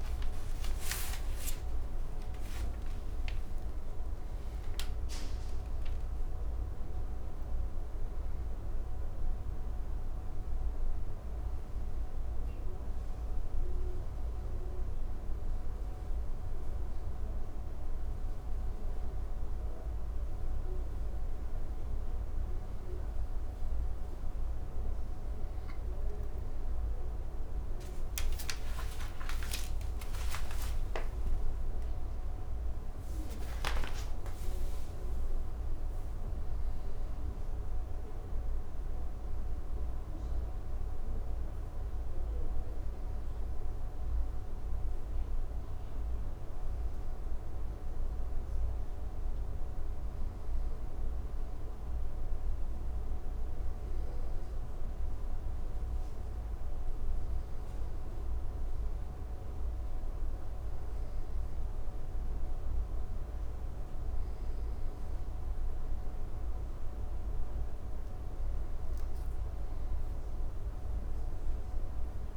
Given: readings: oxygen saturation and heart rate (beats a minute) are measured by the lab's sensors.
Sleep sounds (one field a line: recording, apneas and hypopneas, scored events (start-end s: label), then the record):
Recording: a person awake in a sleep study, hard to hear, by a room microphone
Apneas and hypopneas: none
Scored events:
52.50-72.37 s: new sleep stage, N1 (lightest sleep)
From the record:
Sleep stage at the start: awake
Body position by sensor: on the back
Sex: male